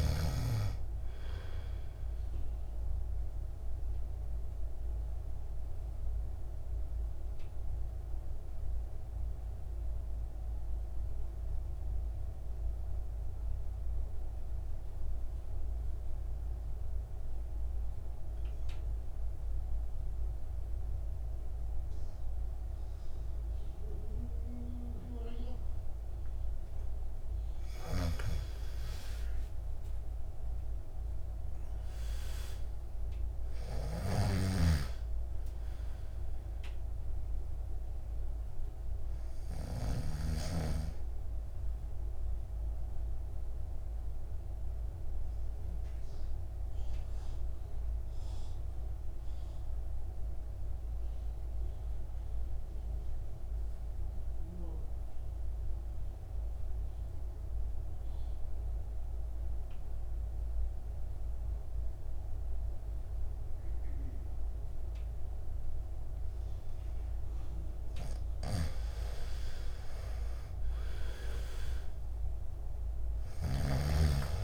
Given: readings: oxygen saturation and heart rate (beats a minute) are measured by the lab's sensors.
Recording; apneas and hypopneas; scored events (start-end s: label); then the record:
breathing in sleep by a room microphone; 2
0.00-22.50 s: oxygen desaturation (device-marked, oxygen 85% lowest, heart rate 52 extreme)
3.00-27.50 s: mixed apnea (oxygen 99% before, 85% lowest, heart rate 57 before, 51 extreme, up 11 after)
28.50-32.50 s: arousal
39.50-63.50 s: oxygen desaturation (device-marked, oxygen 98% before, 86% lowest, heart rate 61 before, 51 extreme)
41.50-68.50 s: mixed apnea (oxygen 99% before, 86% lowest, heart rate 61 before, 51 extreme, up 5 after)
70.00-73.50 s: arousal
70.50-74.44 s: oxygen desaturation (device-marked, oxygen 99% before, 87% lowest, heart rate 54 before, 51 extreme)
From the record:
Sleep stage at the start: N2 (light sleep); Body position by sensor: on the back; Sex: male